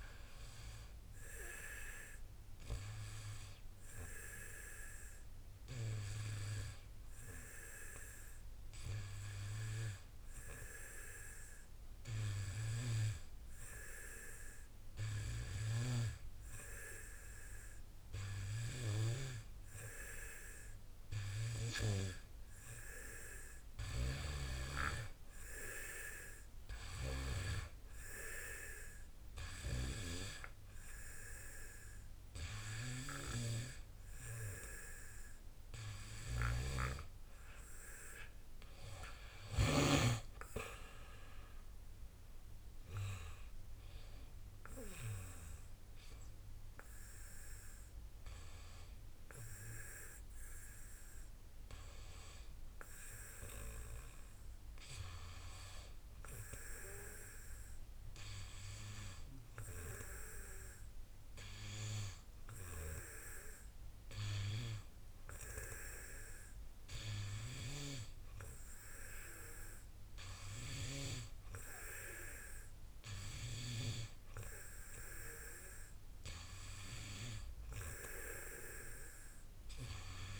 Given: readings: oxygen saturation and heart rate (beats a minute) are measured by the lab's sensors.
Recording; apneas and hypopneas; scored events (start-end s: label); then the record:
breathing in sleep by a room microphone; none
0.00-1.50 s: arousal
From the record:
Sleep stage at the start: N2 (light sleep); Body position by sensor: on the back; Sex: male